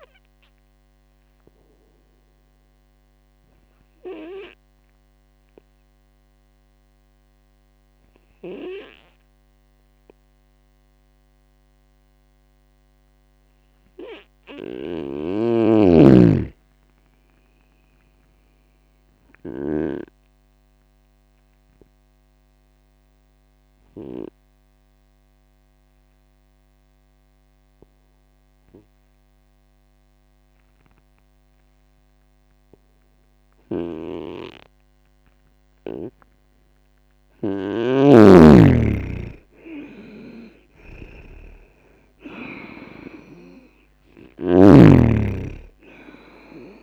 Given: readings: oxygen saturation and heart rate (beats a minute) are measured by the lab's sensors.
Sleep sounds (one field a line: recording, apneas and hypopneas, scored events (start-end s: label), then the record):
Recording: breathing in sleep by a microphone on the trachea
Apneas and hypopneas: 1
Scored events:
0.50-36.50 s: obstructive apnea (oxygen 98% before, 94% lowest, heart rate 73 before, 59 extreme, up 15 after)
15.00-20.00 s: snoring (device-marked)
33.50-46.83 s: snoring (device-marked)
39.00-42.50 s: arousal
From the record:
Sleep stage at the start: N2 (light sleep)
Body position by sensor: on the right side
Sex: male